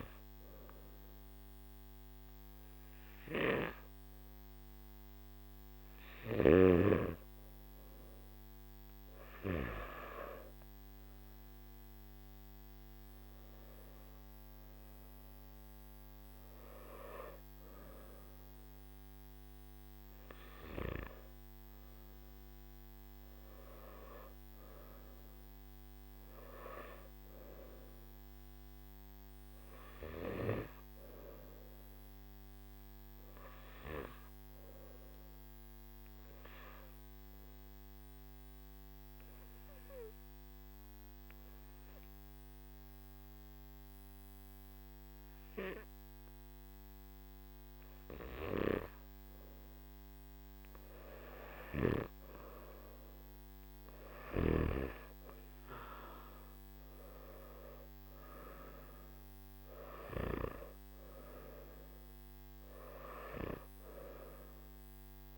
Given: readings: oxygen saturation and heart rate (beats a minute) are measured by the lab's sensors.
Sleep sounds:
breathing in sleep by a microphone on the trachea; 1
37.50-49.50 s: obstructive apnea (oxygen 98% before, 93% lowest, heart rate 55 before, 52 extreme, up 3 after)
54.50-65.38 s: oxygen desaturation (device-marked, oxygen 97% before, 93% lowest, heart rate 55 before, 52 extreme)
From the record:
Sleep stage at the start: N2 (light sleep); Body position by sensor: on the back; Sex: male

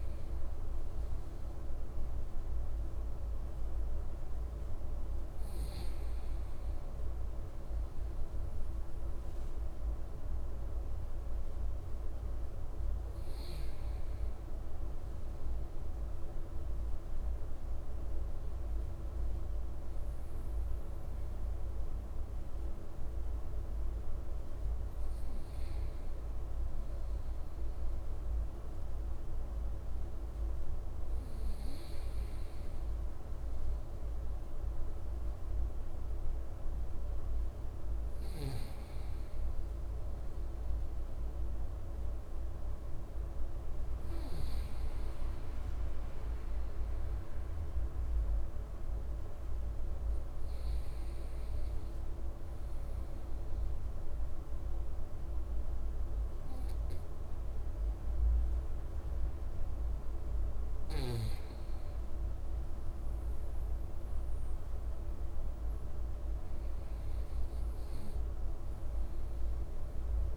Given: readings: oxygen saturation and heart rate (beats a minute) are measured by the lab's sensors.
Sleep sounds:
breathing in sleep, hard to hear, by a room microphone; none
none scored
From the record:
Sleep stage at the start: N2 (light sleep); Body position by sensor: on the right side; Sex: male

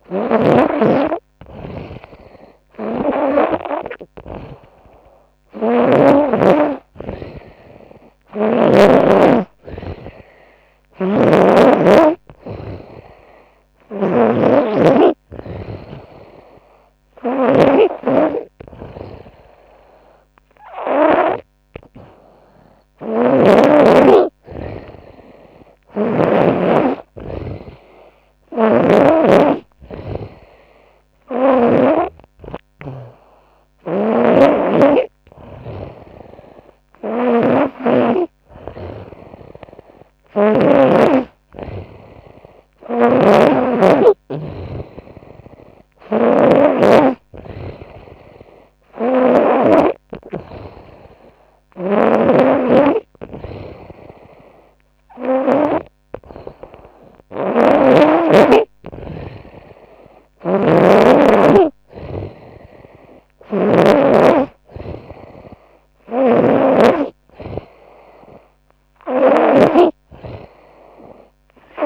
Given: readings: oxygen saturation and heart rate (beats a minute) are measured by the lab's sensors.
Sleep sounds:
breathing in sleep by a microphone on the trachea; none
0.00-5.50 s: snoring (device-marked)
10.00-23.00 s: snoring (device-marked)
25.00-28.50 s: snoring (device-marked)
33.00-40.00 s: snoring (device-marked)
42.00-49.00 s: snoring (device-marked)
51.00-55.00 s: snoring (device-marked)
59.50-69.00 s: snoring (device-marked)
From the record:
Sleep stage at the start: N2 (light sleep); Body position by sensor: on the front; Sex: female

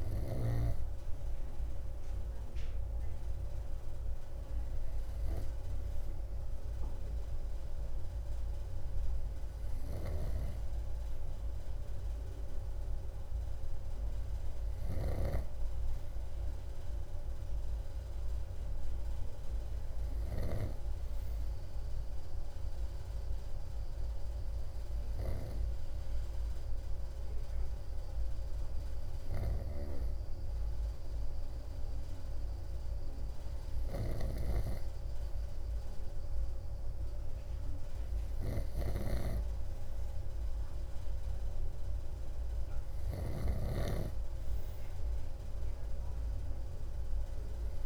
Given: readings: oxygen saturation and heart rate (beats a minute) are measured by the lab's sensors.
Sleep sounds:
breathing in sleep by a room microphone; none
none scored
From the record:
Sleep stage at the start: N2 (light sleep); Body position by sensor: on the right side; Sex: male

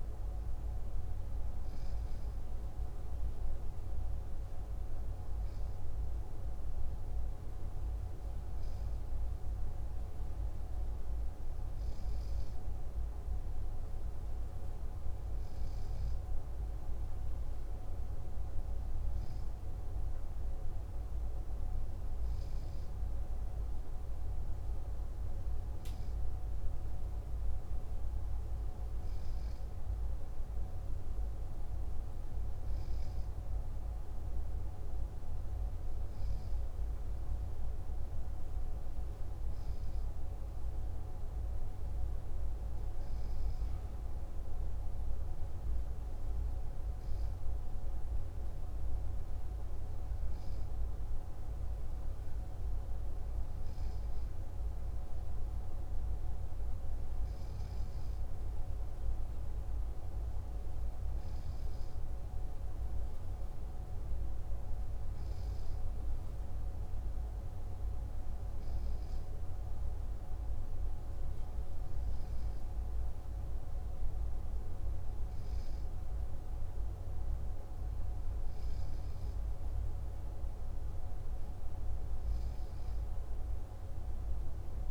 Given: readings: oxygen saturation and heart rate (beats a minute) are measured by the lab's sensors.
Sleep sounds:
breathing in sleep, hard to hear, by a room microphone; none
none scored
From the record:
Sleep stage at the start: N3 (deep sleep); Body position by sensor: on the left side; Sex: male

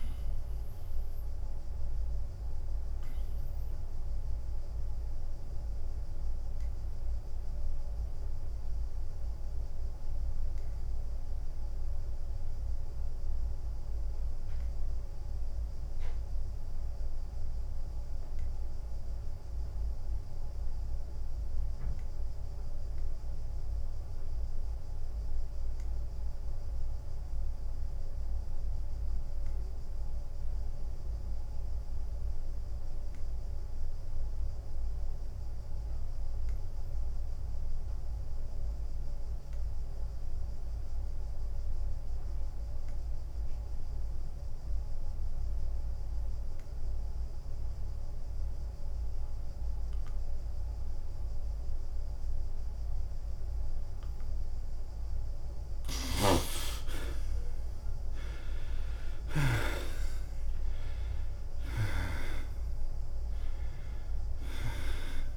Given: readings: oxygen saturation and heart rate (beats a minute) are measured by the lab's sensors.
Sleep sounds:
breathing in sleep by a room microphone; 1
3.00-55.00 s: obstructive apnea (oxygen 98% before, 67% lowest, heart rate 89 before, 78 extreme, up 12 after)
12.50-22.50 s: oxygen desaturation (device-marked, oxygen 96% before, 86% lowest, heart rate 90 before, 78 extreme)
57.00-60.50 s: snoring (device-marked)
59.50-65.37 s: drop in pulse transit time (device-marked, heart rate 83 before, 90 extreme)
62.50-65.37 s: new sleep stage, awake
From the record:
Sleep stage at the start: N2 (light sleep); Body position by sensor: on the back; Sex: male

